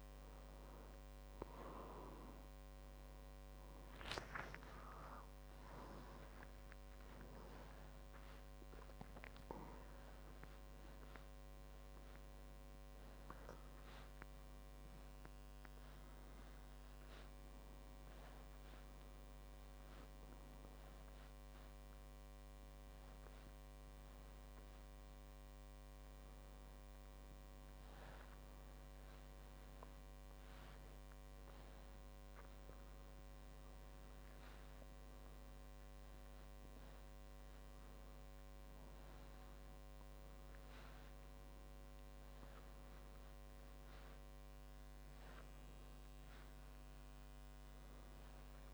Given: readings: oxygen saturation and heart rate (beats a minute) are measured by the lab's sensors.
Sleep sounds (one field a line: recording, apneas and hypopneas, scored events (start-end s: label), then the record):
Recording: a person awake in a sleep study, hard to hear, by a microphone on the trachea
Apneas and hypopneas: none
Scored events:
none scored
From the record:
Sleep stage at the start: awake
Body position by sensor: on the back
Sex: male